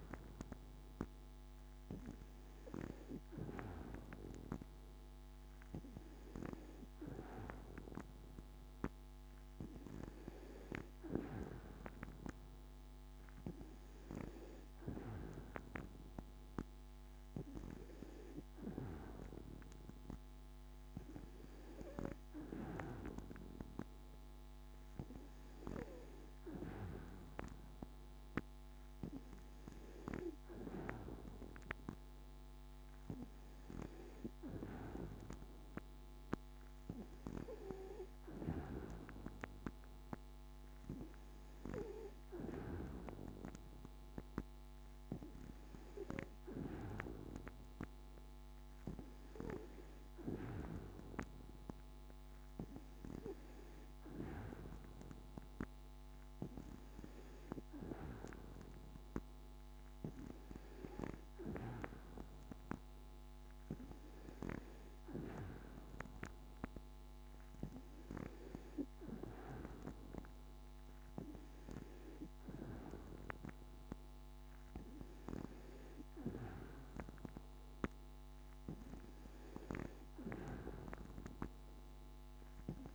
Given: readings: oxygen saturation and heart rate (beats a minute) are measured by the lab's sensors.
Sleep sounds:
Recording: breathing in sleep by a microphone on the trachea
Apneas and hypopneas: none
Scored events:
none scored
From the record:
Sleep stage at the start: N2 (light sleep)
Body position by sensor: on the back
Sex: female

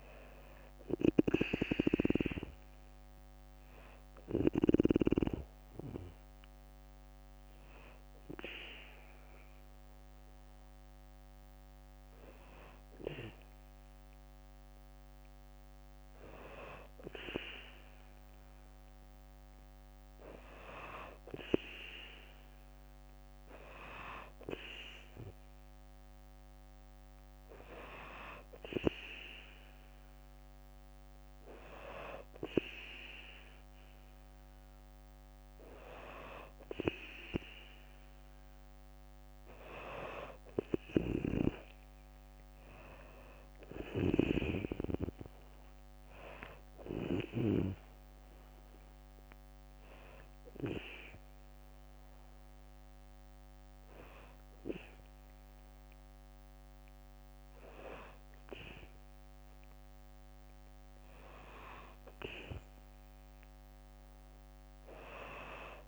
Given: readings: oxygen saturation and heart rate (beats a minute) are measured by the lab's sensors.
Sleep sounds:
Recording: breathing in sleep by a microphone on the trachea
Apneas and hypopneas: 2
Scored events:
0.00-12.00 s: drop in pulse transit time (device-marked, heart rate 59 extreme)
3.50-14.50 s: hypopnea (oxygen 97% before, 94% lowest, heart rate 63 before, 59 extreme, up 3 after)
7.00-13.00 s: bradycardia (device-marked, heart rate 64 before, 59 extreme)
19.00-23.50 s: arousal
41.50-45.00 s: arousal
42.00-55.00 s: drop in pulse transit time (device-marked, heart rate 63 before, 62 extreme)
50.50-61.00 s: hypopnea (oxygen 97% before, 94% lowest, heart rate 65 before, 61 extreme, up 4 after)
From the record:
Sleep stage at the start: N2 (light sleep)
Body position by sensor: on the back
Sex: female

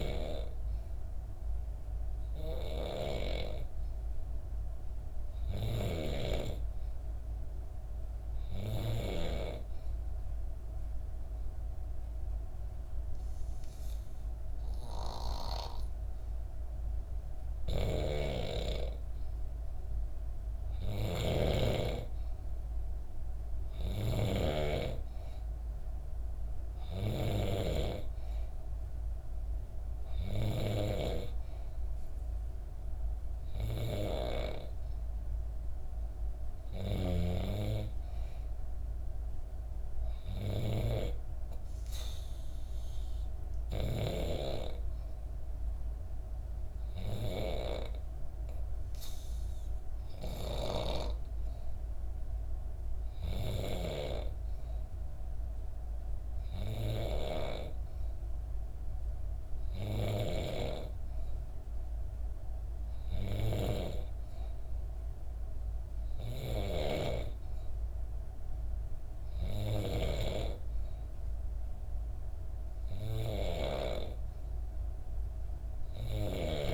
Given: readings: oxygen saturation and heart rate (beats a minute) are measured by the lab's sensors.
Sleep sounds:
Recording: breathing in sleep by a room microphone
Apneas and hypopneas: 2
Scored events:
0.00-4.00 s: oxygen desaturation (device-marked, oxygen 91% lowest, heart rate 65 extreme)
0.00-5.50 s: snoring (device-marked)
9.50-20.00 s: obstructive apnea (oxygen 94% before, 91% lowest, heart rate 65 before, 65 extreme, up 0 after)
20.50-24.00 s: snoring (device-marked)
22.50-26.50 s: arousal
41.00-51.50 s: hypopnea (oxygen 94% before, 93% lowest, heart rate 65 before, 65 extreme, up 1 after)
52.50-56.50 s: arousal
From the record:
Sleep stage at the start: N3 (deep sleep)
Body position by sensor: on the back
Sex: female

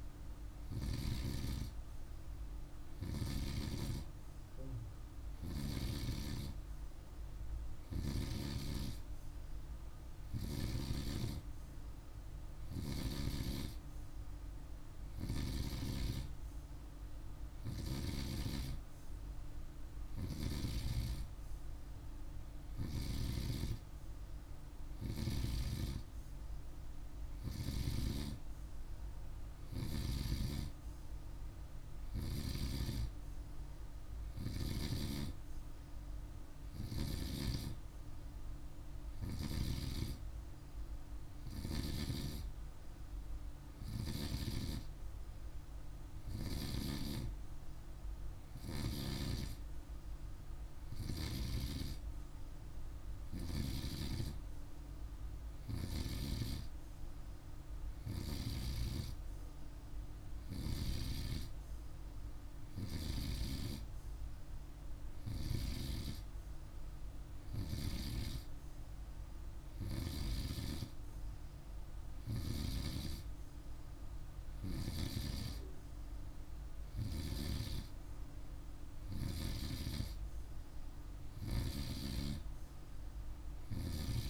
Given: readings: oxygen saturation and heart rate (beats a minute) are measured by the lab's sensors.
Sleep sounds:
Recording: breathing in sleep by a room microphone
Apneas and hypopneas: none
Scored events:
none scored
From the record:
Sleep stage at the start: N2 (light sleep)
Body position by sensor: on the right side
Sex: male

